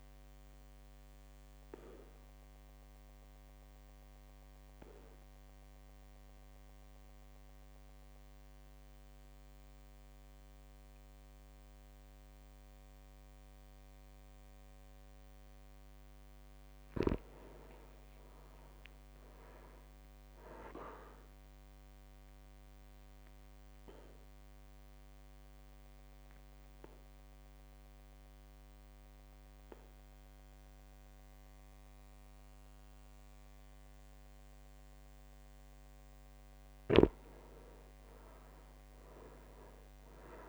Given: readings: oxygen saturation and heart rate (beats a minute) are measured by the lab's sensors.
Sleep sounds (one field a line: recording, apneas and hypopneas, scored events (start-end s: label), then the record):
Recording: breathing in sleep by a microphone on the trachea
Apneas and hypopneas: 2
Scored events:
0.50-14.50 s: obstructive apnea (oxygen 99% before, 95% lowest, heart rate 59 before, 56 extreme, up 6 after)
9.50-21.50 s: oxygen desaturation (device-marked, oxygen 99% before, 95% lowest, heart rate 60 before, 56 extreme)
15.50-28.50 s: drop in pulse transit time (device-marked, heart rate 59 before, 58 extreme)
17.00-20.00 s: arousal
23.00-35.50 s: obstructive apnea (oxygen 99% before, 97% lowest, heart rate 59 before, 56 extreme, up 5 after)
37.00-40.00 s: arousal
From the record:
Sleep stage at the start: REM sleep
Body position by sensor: on the back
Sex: male